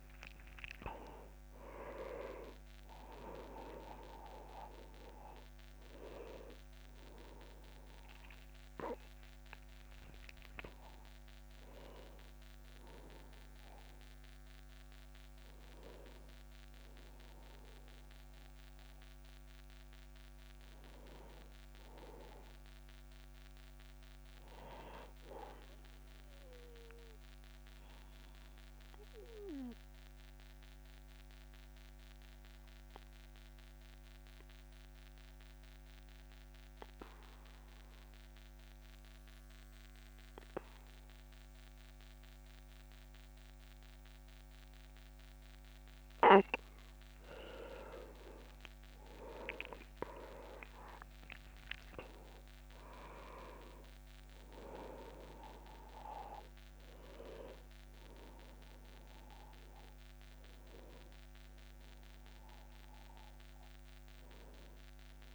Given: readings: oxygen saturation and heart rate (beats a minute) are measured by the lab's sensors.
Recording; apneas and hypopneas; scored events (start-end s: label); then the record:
breathing in sleep by a microphone on the trachea; 1
0.00-22.00 s: oxygen desaturation (device-marked, oxygen 85% lowest, heart rate 35 extreme)
22.00-24.50 s: arousal
26.50-46.50 s: obstructive apnea (oxygen 100% before, 91% lowest, heart rate 50 before, 30 extreme, up 44 after)
38.00-40.00 s: tachycardia (device-marked, heart rate 56 before, 90 extreme)
47.00-49.00 s: tachycardia (device-marked, heart rate 56 before, 84 extreme)
48.00-65.35 s: oxygen desaturation (device-marked, oxygen 99% before, 91% lowest, heart rate 70 before, 30 extreme)
49.00-52.50 s: arousal
51.00-53.00 s: tachycardia (device-marked, heart rate 56 before, 116 extreme)
From the record:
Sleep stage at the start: N2 (light sleep); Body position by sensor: on the back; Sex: male